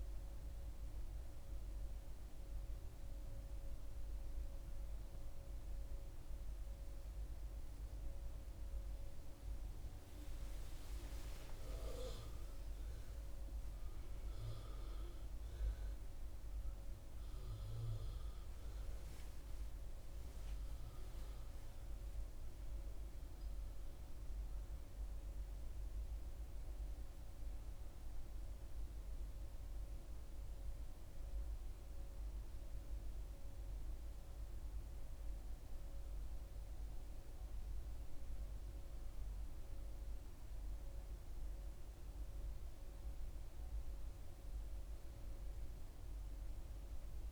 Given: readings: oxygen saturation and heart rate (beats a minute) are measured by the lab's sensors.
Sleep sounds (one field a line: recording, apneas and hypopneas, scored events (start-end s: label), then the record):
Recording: a person awake in a sleep study, hard to hear, by a room microphone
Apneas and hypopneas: none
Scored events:
none scored
From the record:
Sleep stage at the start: awake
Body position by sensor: on the back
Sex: female